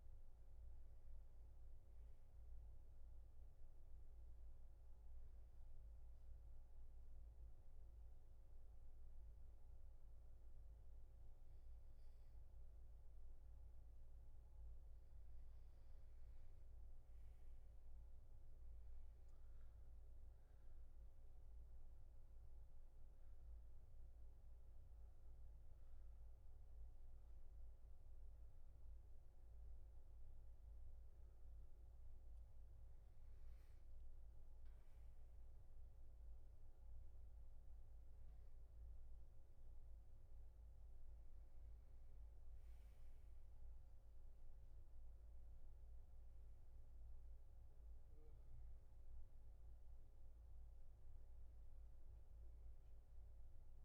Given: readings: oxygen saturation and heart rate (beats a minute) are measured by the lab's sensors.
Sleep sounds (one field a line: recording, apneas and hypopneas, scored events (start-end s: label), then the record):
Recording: breathing in sleep, hard to hear, by a room microphone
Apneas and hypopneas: 1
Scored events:
0.00-5.50 s: oxygen desaturation (device-marked, oxygen 91% lowest, heart rate 63 extreme)
2.00-12.50 s: obstructive apnea (oxygen 96% before, 88% lowest, heart rate 72 before, 63 extreme, up 8 after)
14.50-18.50 s: arousal
18.50-36.50 s: oxygen desaturation (device-marked, oxygen 95% before, 88% lowest, heart rate 69 before, 71 extreme)
From the record:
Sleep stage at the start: N2 (light sleep)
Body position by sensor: on the back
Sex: male